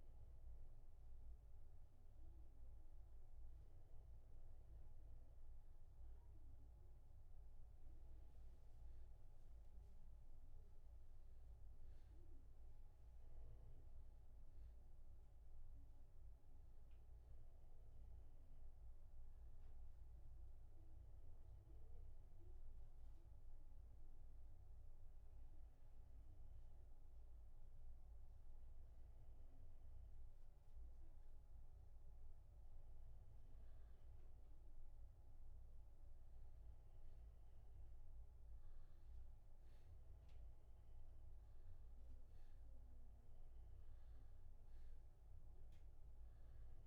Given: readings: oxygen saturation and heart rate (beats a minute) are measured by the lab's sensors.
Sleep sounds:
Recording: breathing in sleep, hard to hear, by a room microphone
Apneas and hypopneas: 1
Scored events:
15.00-19.00 s: arousal
21.50-33.50 s: obstructive apnea (oxygen 96% before, 92% lowest)
35.00-38.50 s: arousal
From the record:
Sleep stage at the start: N1 (lightest sleep)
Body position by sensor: on the back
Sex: male

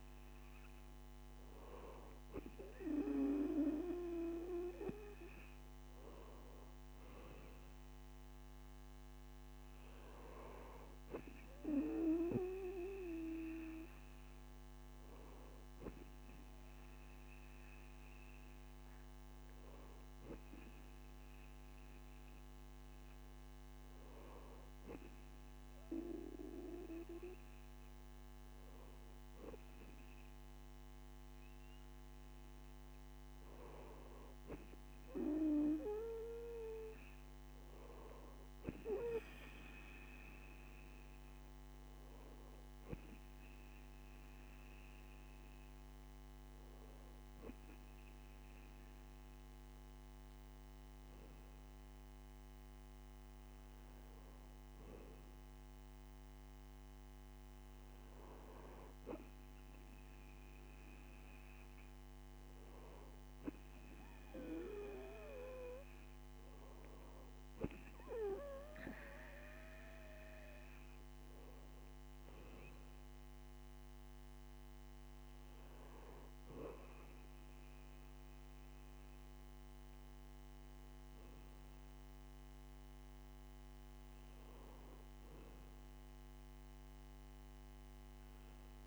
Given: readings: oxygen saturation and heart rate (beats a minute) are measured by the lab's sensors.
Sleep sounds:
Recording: breathing in sleep by a microphone on the trachea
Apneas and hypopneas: none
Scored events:
none scored
From the record:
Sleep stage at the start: N2 (light sleep)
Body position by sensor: on the right side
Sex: male

